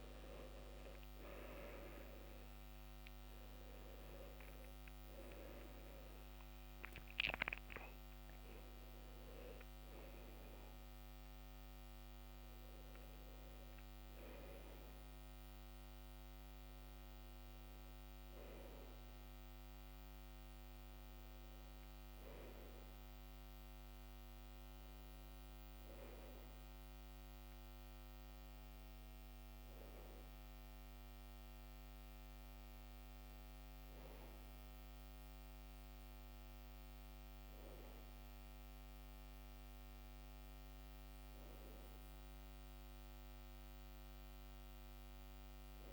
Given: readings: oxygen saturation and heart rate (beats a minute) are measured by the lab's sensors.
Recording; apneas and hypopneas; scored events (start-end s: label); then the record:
breathing in sleep, hard to hear, by a microphone on the trachea; none
0.00-1.00 s: arousal
3.00-39.00 s: oxygen desaturation (device-marked, oxygen 96% before, 86% lowest, heart rate 66 before, 61 extreme)
From the record:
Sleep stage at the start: N2 (light sleep); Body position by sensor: on the back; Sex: male